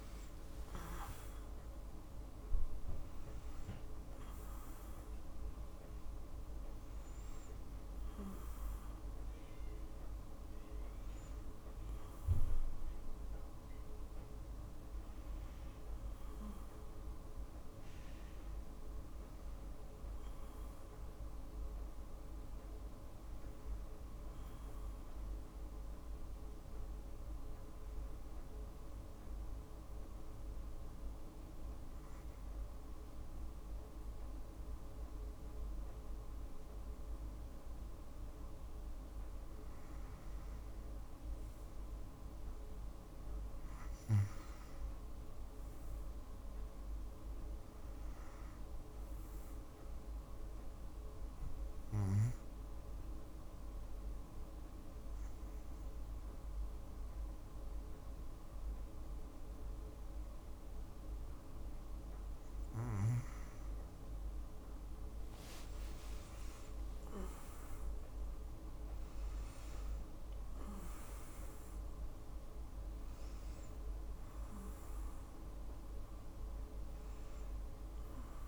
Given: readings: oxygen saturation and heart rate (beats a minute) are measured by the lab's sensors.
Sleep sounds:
breathing in sleep, hard to hear, by a room microphone; 2
1.00-22.00 s: oxygen desaturation (device-marked, oxygen 95% before, 92% lowest, heart rate 58 before, 55 extreme)
28.00-38.50 s: hypopnea (oxygen 97% before, 92% lowest, heart rate 58 before, 55 extreme, up 2 after)
41.00-45.00 s: arousal
49.50-62.00 s: hypopnea (oxygen 97% before, 92% lowest, heart rate 56 before, 55 extreme, up 13 after)
50.00-60.00 s: oxygen desaturation (device-marked, oxygen 96% before, 93% lowest, heart rate 56 before, 55 extreme)
64.50-68.50 s: arousal
74.00-78.48 s: oxygen desaturation (device-marked, oxygen 96% before, 92% lowest, heart rate 61 before, 55 extreme)
From the record:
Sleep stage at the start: N2 (light sleep); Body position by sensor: on the back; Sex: female

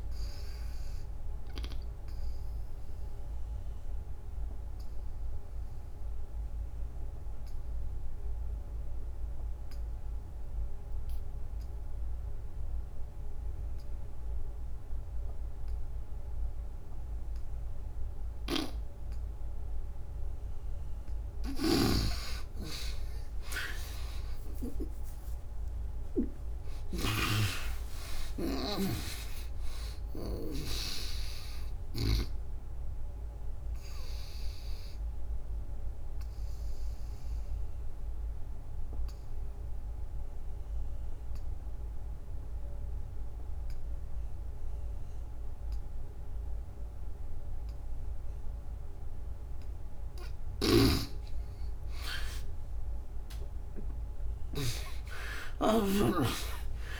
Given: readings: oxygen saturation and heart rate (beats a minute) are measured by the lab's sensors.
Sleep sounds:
breathing in sleep by a room microphone; 2
0.50-19.50 s: obstructive apnea (oxygen 97% before, 75% lowest, heart rate 68 before, 60 extreme)
1.00-13.00 s: oxygen desaturation (device-marked, oxygen 96% before, 80% lowest, heart rate 70 before, 60 extreme)
21.00-30.00 s: snoring (device-marked)
22.00-49.00 s: oxygen desaturation (device-marked, oxygen 97% before, 75% lowest, heart rate 69 before, 62 extreme)
23.00-27.50 s: arousal
32.50-49.50 s: obstructive apnea (oxygen 97% before, 75% lowest, heart rate 84 before, 62 extreme, up 36 after)
50.00-54.00 s: snoring (device-marked)
51.00-57.00 s: oxygen desaturation (device-marked, oxygen 97% before, 77% lowest, heart rate 78 before, 62 extreme)
52.00-56.50 s: arousal
From the record:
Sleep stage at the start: N2 (light sleep); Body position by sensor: on the back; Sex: female

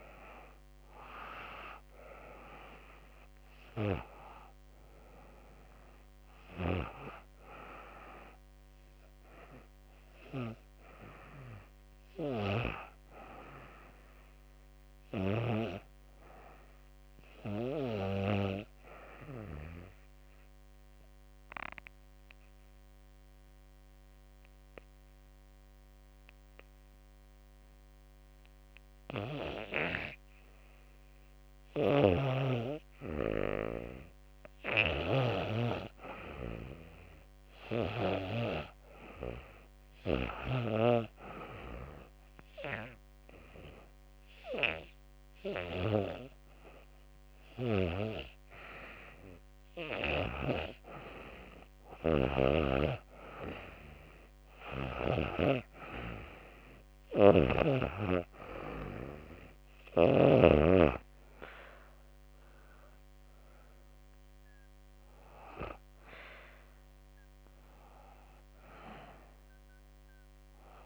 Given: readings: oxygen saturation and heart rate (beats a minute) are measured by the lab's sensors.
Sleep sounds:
breathing in sleep by a microphone on the trachea; 2
0.00-13.00 s: oxygen desaturation (device-marked, oxygen 94% before, 87% lowest, heart rate 77 before, 71 extreme)
17.50-28.50 s: obstructive apnea (oxygen 98% before, 87% lowest, heart rate 82 before, 71 extreme, up 3 after)
30.00-33.50 s: arousal
30.50-39.50 s: snoring (device-marked)
32.00-46.00 s: oxygen desaturation (device-marked, oxygen 96% before, 87% lowest, heart rate 75 before, 75 extreme)
40.00-51.00 s: hypopnea (oxygen 98% before, 87% lowest, heart rate 73 before, 77 extreme, up 4 after)
59.50-63.00 s: arousal
From the record:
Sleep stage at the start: N2 (light sleep); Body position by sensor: on the back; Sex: female

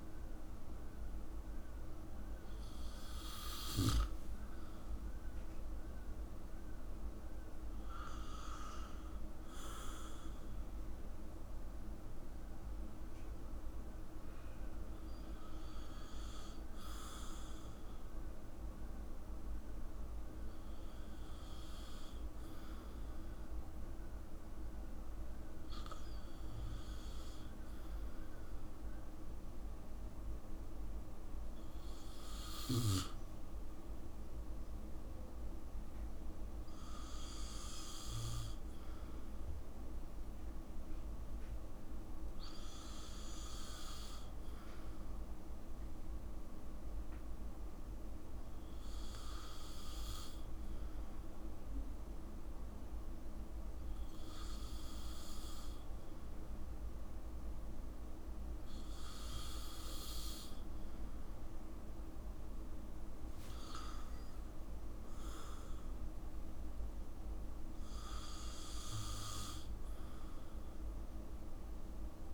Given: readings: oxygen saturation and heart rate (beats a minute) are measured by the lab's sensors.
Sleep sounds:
breathing in sleep, hard to hear, by a room microphone; none
none scored
From the record:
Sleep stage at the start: N2 (light sleep); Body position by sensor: on the back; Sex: male

